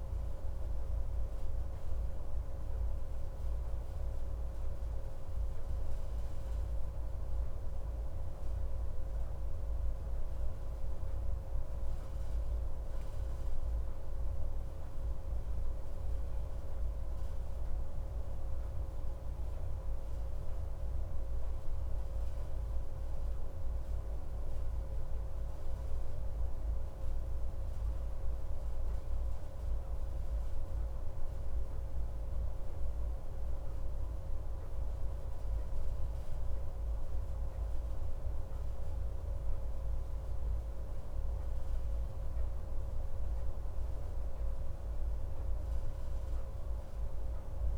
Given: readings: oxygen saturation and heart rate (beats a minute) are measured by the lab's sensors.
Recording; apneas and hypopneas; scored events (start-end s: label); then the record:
breathing in sleep, hard to hear, by a room microphone; none
none scored
From the record:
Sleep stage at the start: N1 (lightest sleep); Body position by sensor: on the back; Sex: male